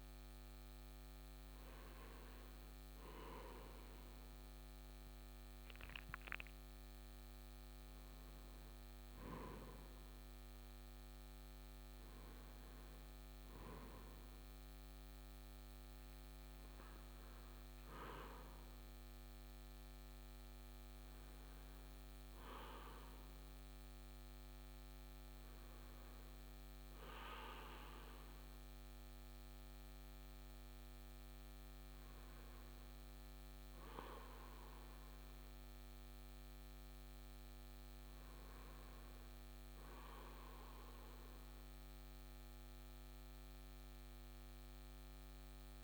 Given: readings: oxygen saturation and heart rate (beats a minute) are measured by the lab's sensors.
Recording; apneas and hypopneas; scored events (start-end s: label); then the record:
breathing in sleep by a microphone on the trachea; none
none scored
From the record:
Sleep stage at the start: N1 (lightest sleep); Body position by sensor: on the right side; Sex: male